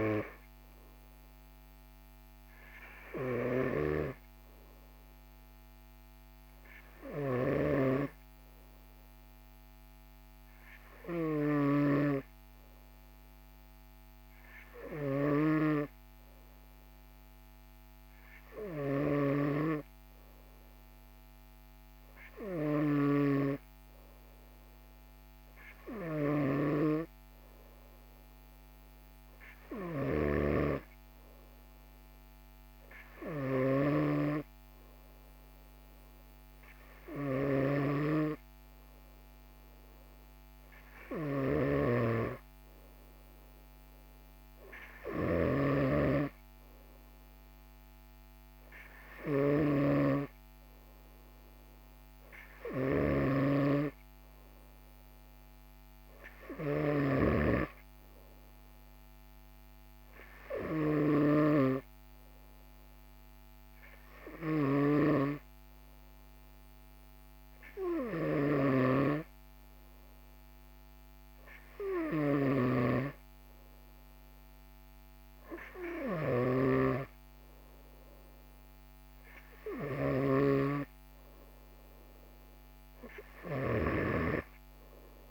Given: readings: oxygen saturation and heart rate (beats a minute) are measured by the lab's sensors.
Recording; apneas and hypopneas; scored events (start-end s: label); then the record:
breathing in sleep by a microphone on the trachea; 1
7.50-23.50 s: snoring (device-marked)
8.50-27.50 s: obstructive apnea (oxygen 98% before, 96% lowest, heart rate 42 before, 42 extreme, up 0 after)
29.50-33.50 s: arousal
33.50-57.00 s: snoring (device-marked)
64.50-80.50 s: snoring (device-marked)
From the record:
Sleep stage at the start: N2 (light sleep); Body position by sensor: on the right side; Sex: male